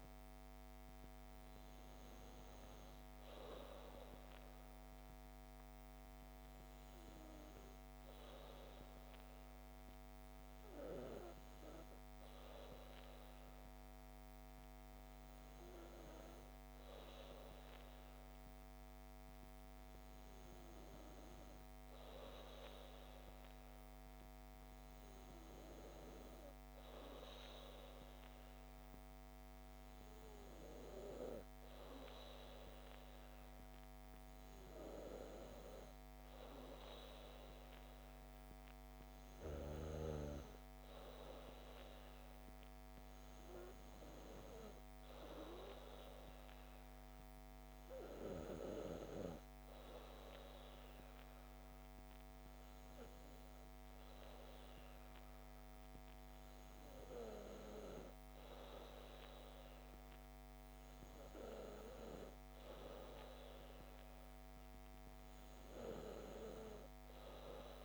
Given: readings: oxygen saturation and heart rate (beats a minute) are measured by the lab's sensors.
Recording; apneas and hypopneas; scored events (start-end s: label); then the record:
breathing in sleep by a microphone on the trachea; none
none scored
From the record:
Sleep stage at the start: N2 (light sleep); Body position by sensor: on the back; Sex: female